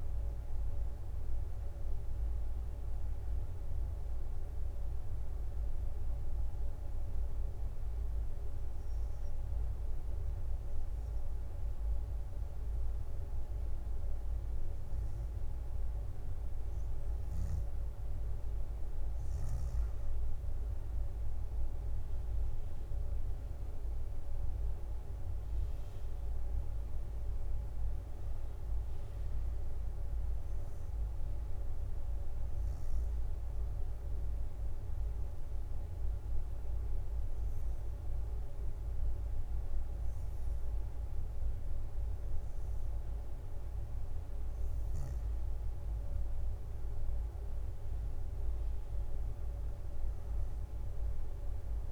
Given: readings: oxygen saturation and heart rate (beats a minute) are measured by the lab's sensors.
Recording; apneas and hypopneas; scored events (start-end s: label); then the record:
breathing in sleep, hard to hear, by a room microphone; 2
0.00-13.50 s: oxygen desaturation (device-marked, oxygen 91% lowest, heart rate 63 extreme)
8.00-19.00 s: obstructive apnea (oxygen 96% before, 91% lowest, heart rate 75 before, 63 extreme, up 8 after)
21.00-25.50 s: arousal
23.50-25.00 s: leg movement (device-marked)
27.50-48.50 s: oxygen desaturation (device-marked, oxygen 95% before, 91% lowest, heart rate 69 before, 64 extreme)
34.00-44.00 s: hypopnea (oxygen 95% before, 90% lowest, heart rate 70 before, 64 extreme, up 4 after)
46.00-50.00 s: arousal
From the record:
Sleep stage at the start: N2 (light sleep); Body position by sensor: on the back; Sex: female